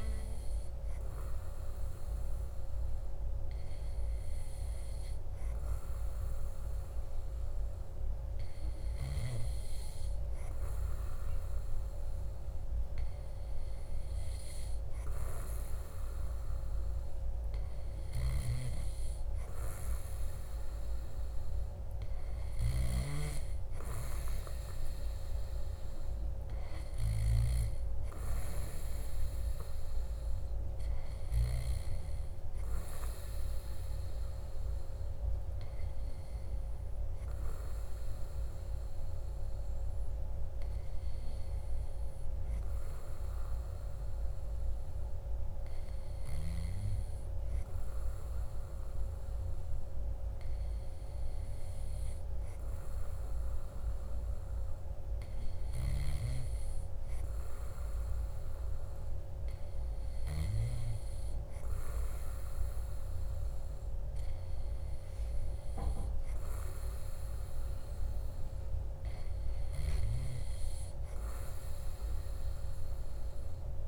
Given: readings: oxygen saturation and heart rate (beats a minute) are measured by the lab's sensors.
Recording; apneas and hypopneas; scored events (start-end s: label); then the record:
breathing in sleep, hard to hear, by a room microphone; none
none scored
From the record:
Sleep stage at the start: N2 (light sleep); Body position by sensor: on the back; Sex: male